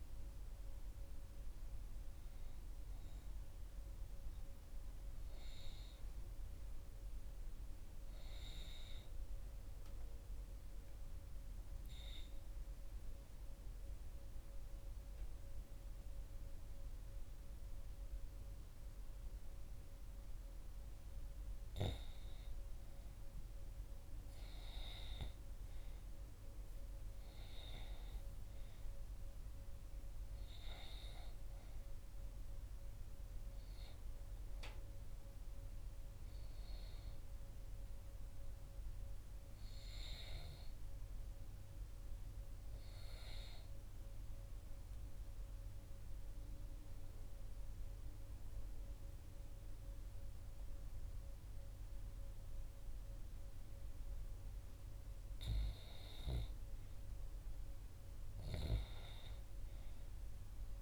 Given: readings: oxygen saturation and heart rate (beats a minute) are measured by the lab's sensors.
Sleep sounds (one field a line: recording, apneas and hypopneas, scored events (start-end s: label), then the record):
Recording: breathing in sleep by a room microphone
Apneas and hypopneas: 2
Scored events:
5.50-21.50 s: obstructive apnea (oxygen 93% before, 87% lowest, heart rate 62 before, 60 extreme, up 3 after)
24.00-27.50 s: arousal
25.00-47.00 s: oxygen desaturation (device-marked, oxygen 95% before, 88% lowest, heart rate 61 before, 60 extreme)
44.50-54.50 s: obstructive apnea (oxygen 95% before, 87% lowest, heart rate 62 before, 60 extreme, up 2 after)
57.00-60.50 s: arousal
From the record:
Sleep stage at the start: N2 (light sleep)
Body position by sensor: on the right side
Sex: female